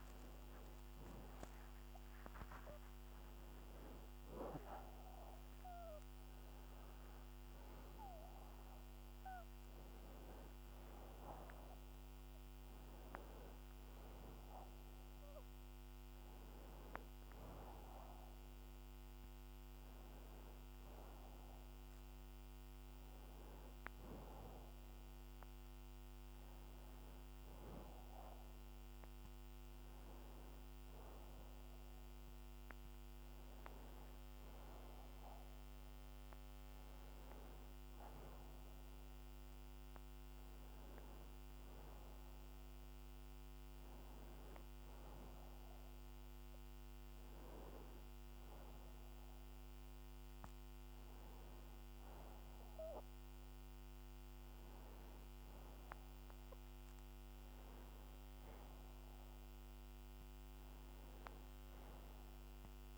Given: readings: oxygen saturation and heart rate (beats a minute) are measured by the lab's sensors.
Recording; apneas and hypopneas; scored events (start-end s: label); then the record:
a person partly awake in a sleep study, by a microphone on the trachea; none
13.00-26.00 s: oxygen desaturation (device-marked, oxygen 94% before, 90% lowest, heart rate 76 before, 82 extreme)
21.00-62.98 s: new sleep stage, N1 (lightest sleep)
From the record:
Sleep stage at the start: awake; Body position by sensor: on the back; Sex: male